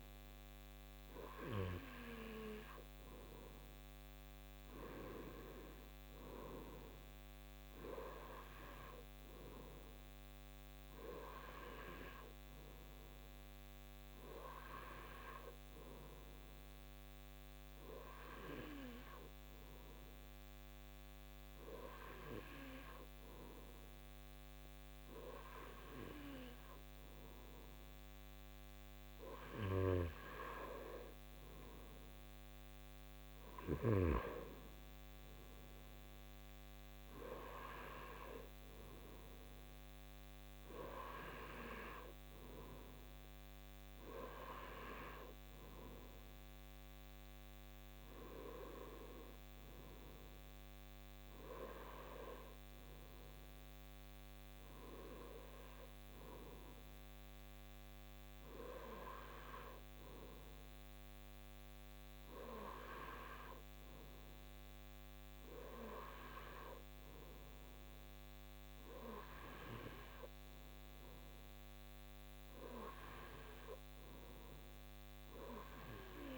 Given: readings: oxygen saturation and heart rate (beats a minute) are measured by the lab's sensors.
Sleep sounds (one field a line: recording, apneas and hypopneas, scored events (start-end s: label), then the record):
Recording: breathing in sleep by a microphone on the trachea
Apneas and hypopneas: none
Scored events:
none scored
From the record:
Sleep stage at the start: N2 (light sleep)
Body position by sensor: on the right side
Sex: male